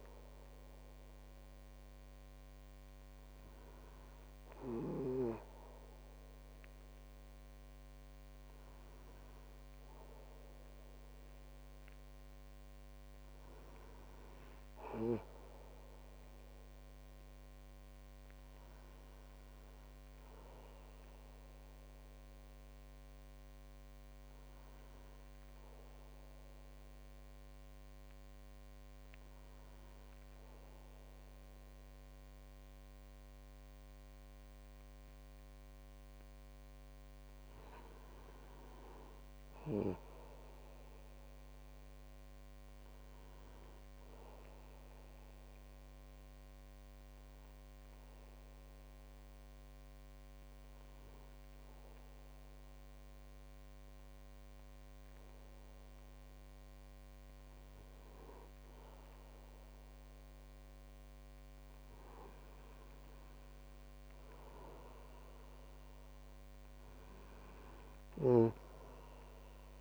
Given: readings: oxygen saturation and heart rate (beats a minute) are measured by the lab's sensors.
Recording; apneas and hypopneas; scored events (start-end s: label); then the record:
a person partly awake in a sleep study, by a microphone on the trachea; 1
7.00-69.81 s: new sleep stage, N1 (lightest sleep)
44.00-58.00 s: hypopnea (oxygen 98% before, 96% lowest, heart rate 52 before, 49 extreme, up 9 after)
61.50-64.50 s: arousal
From the record:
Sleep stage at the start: awake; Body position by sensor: on the back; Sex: male